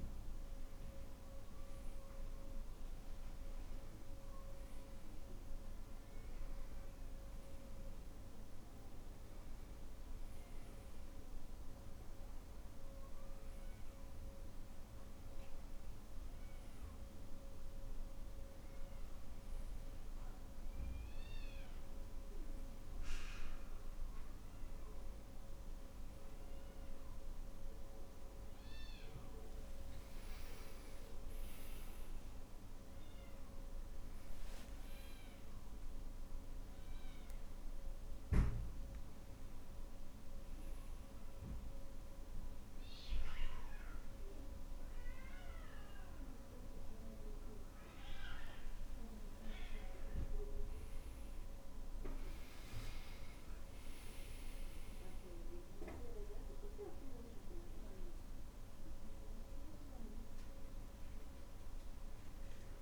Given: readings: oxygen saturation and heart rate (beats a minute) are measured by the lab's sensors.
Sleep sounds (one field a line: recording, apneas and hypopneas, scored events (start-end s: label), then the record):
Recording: breathing in sleep, hard to hear, by a room microphone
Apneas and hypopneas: none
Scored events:
29.50-34.50 s: arousal
From the record:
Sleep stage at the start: N2 (light sleep)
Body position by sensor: on the back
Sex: male